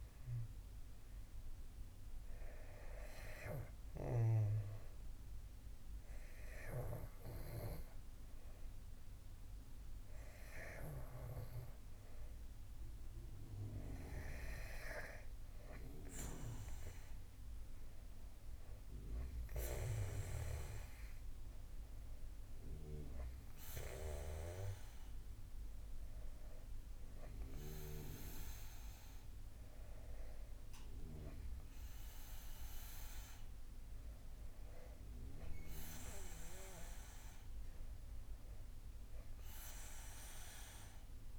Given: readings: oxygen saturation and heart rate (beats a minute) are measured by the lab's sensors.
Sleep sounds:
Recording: breathing in sleep by a room microphone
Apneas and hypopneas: none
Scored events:
none scored
From the record:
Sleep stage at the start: N2 (light sleep)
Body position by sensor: on the back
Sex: male

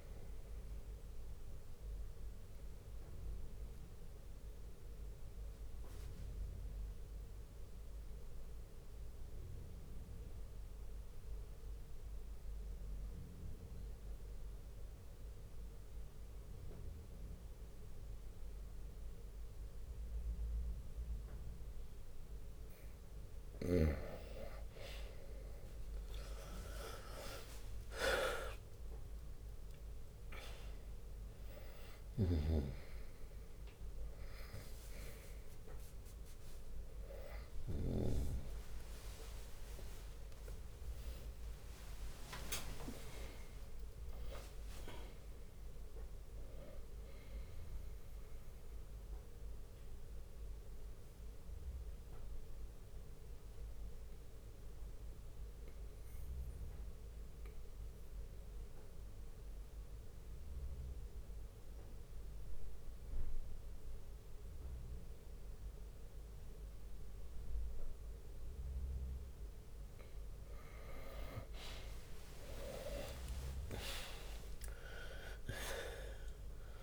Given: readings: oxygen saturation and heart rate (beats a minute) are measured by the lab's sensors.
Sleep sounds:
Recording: breathing in sleep by a room microphone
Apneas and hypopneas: 2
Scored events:
0.00-3.50 s: drop in pulse transit time (device-marked, heart rate 49 extreme)
1.50-22.50 s: obstructive apnea (oxygen 98% before, 92% lowest, heart rate 60 before, 56 extreme, up 2 after)
24.50-28.50 s: bradycardia (device-marked, heart rate 64 before, 56 extreme)
25.00-28.00 s: arousal
25.50-38.50 s: drop in pulse transit time (device-marked, heart rate 61 before, 56 extreme)
25.50-41.50 s: oxygen desaturation (device-marked, oxygen 97% before, 92% lowest, heart rate 61 before, 35 extreme)
26.50-28.50 s: long interval between heartbeats (device-marked, heart rate 61 before, 56 extreme)
40.50-42.50 s: long interval between heartbeats (device-marked, heart rate 63 before, 78 extreme)
41.00-45.00 s: arousal
44.50-46.50 s: long interval between heartbeats (device-marked, heart rate 67 before, 93 extreme)
47.00-49.00 s: long interval between heartbeats (device-marked, heart rate 70 before, 78 extreme)
48.00-69.00 s: mixed apnea (oxygen 97% before, 90% lowest)
49.00-51.00 s: long interval between heartbeats (device-marked, heart rate 72 before, 68 extreme)
50.50-55.50 s: bradycardia (device-marked, heart rate 64 before, 35 extreme)
53.50-63.50 s: drop in pulse transit time (device-marked, heart rate 74 before, 35 extreme)
54.00-56.00 s: long interval between heartbeats (device-marked, heart rate 74 before, 35 extreme)
57.00-59.00 s: long interval between heartbeats (device-marked, heart rate 69 before, 46 extreme)
63.50-74.50 s: tachycardia (device-marked, heart rate 64 before, 119 extreme)
64.00-66.00 s: long interval between heartbeats (device-marked, heart rate 68 before, 84 extreme)
67.00-69.00 s: long interval between heartbeats (device-marked, heart rate 68 before, 114 extreme)
70.50-72.50 s: long interval between heartbeats (device-marked, heart rate 77 before, 117 extreme)
71.50-76.83 s: oxygen desaturation (device-marked, oxygen 99% before, 90% lowest)
72.00-76.50 s: arousal
72.50-74.50 s: long interval between heartbeats (device-marked, heart rate 82 before, 112 extreme)
74.50-76.83 s: bradycardia (device-marked)
From the record:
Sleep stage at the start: N2 (light sleep)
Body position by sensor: on the right side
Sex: male

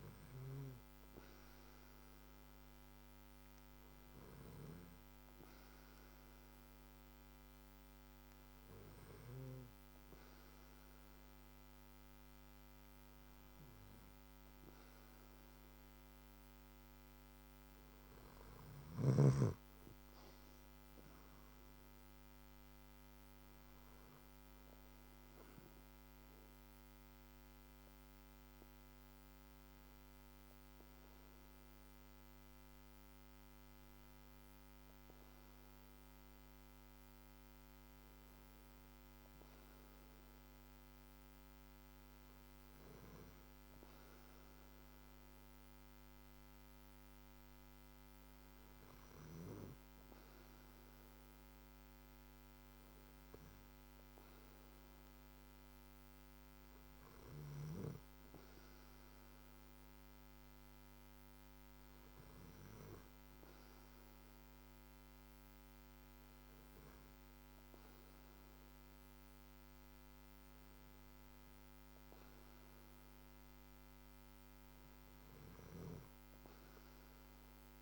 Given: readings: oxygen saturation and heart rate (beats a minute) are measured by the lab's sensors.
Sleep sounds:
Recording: breathing in sleep, hard to hear, by a microphone on the trachea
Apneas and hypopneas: none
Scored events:
none scored
From the record:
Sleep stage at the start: N2 (light sleep)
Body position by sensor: on the back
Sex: male

